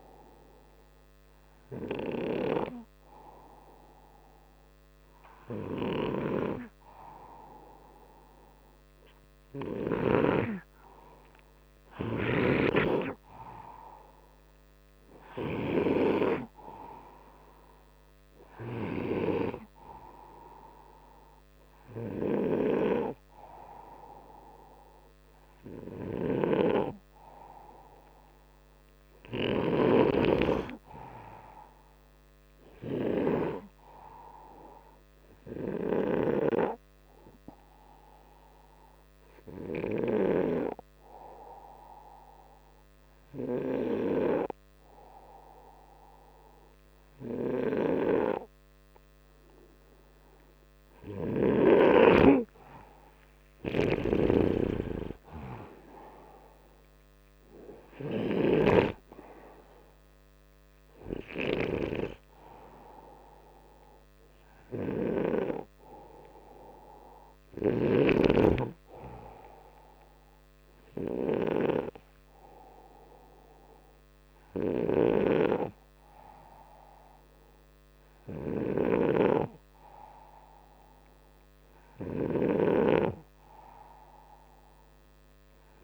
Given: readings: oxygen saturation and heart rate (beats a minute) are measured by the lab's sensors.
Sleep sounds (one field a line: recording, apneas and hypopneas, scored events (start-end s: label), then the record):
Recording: breathing in sleep by a microphone on the trachea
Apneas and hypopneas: 1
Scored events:
26.00-29.50 s: snoring (device-marked)
28.50-32.50 s: arousal
36.00-48.50 s: hypopnea (oxygen 96% before, 91% lowest, heart rate 66 before, 59 extreme, up 11 after)
49.50-53.50 s: arousal
53.50-58.50 s: snoring (device-marked)
74.50-82.50 s: snoring (device-marked)
From the record:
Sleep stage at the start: N2 (light sleep)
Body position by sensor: upright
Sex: male